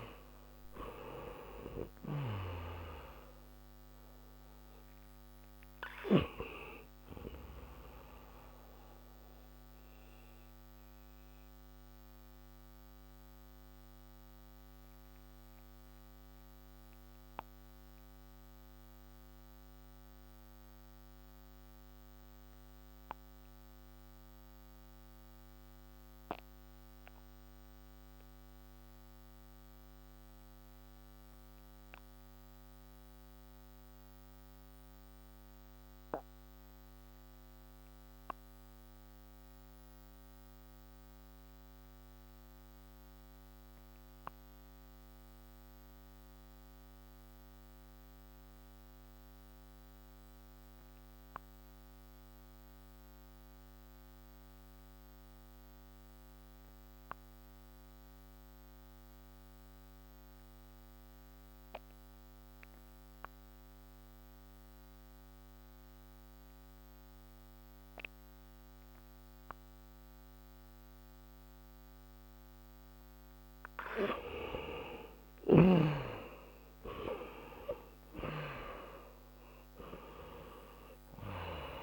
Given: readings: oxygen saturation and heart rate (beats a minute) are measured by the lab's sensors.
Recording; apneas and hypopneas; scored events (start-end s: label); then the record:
breathing in sleep by a microphone on the trachea; 1
0.00-2.00 s: arousal
0.00-29.00 s: oxygen desaturation (device-marked, oxygen 61% lowest)
11.00-72.50 s: mixed apnea (oxygen 80% before, 60% lowest)
40.00-81.82 s: oxygen desaturation (device-marked, oxygen 100% before, 60% lowest)
74.50-78.50 s: arousal
From the record:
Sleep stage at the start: REM sleep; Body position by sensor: on the back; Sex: male